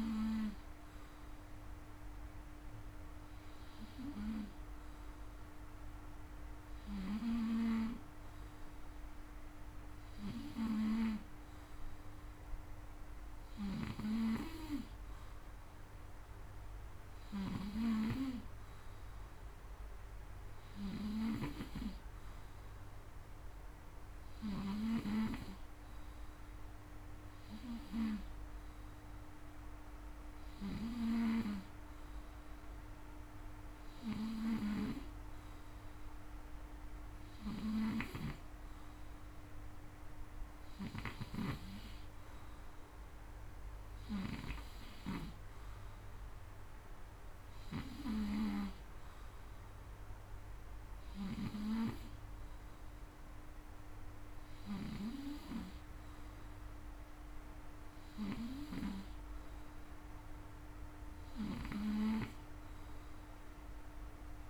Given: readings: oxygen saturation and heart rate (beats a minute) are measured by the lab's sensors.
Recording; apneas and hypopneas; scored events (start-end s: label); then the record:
breathing in sleep by a room microphone; none
13.00-17.00 s: snoring (device-marked)
24.00-47.50 s: snoring (device-marked)
54.00-64.50 s: snoring (device-marked)
From the record:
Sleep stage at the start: N2 (light sleep); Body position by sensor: on the front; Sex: male